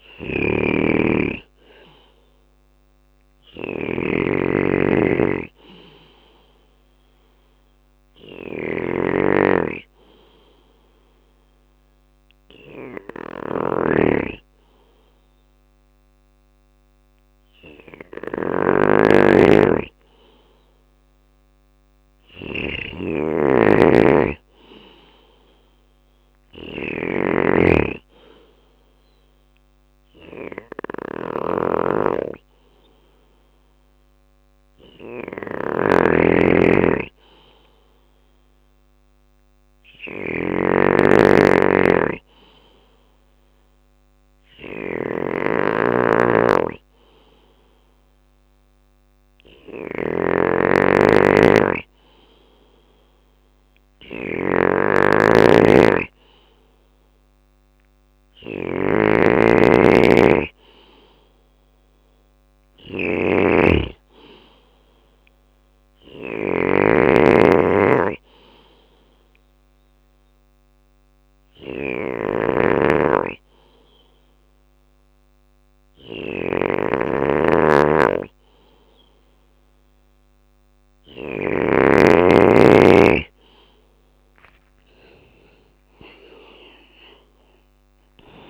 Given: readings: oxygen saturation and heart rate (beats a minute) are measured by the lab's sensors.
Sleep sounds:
breathing in sleep by a microphone on the trachea; 3
0.00-80.50 s: snoring (device-marked)
5.50-18.00 s: obstructive apnea (oxygen 95% before, 92% lowest, heart rate 60 before, 57 extreme, up 1 after)
19.50-23.00 s: arousal
28.00-41.00 s: oxygen desaturation (device-marked, oxygen 95% before, 92% lowest, heart rate 60 before, 56 extreme)
29.00-58.00 s: bradycardia (device-marked, heart rate 63 before, 56 extreme)
41.00-51.00 s: obstructive apnea (oxygen 95% before, 93% lowest, heart rate 59 before, 56 extreme, up 2 after)
53.00-56.50 s: arousal
65.00-67.00 s: bradycardia (device-marked, heart rate 63 before, 60 extreme)
69.00-80.00 s: obstructive apnea (oxygen 95% before, 93% lowest, heart rate 59 before, 56 extreme, up 12 after)
74.00-80.00 s: bradycardia (device-marked, heart rate 63 before, 58 extreme)
83.00-86.00 s: arousal
84.00-88.49 s: drop in pulse transit time (device-marked, heart rate 59 before, 57 extreme)
From the record:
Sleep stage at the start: N2 (light sleep); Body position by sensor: on the back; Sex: male

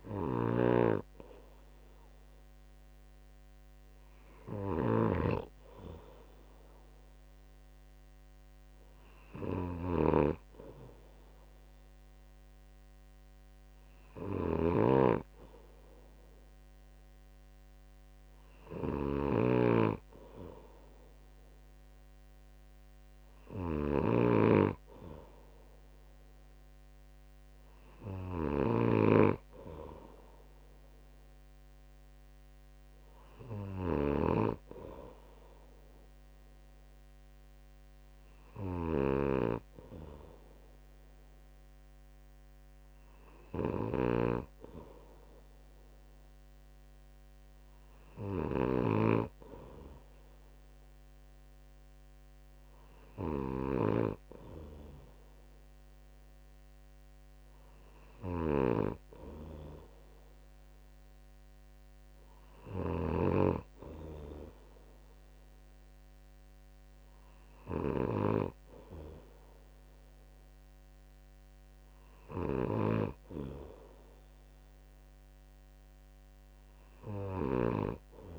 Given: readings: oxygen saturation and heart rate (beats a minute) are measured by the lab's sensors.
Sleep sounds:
breathing in sleep by a microphone on the trachea; none
0.00-78.39 s: snoring (device-marked)
From the record:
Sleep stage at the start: N2 (light sleep); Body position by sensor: on the right side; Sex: male

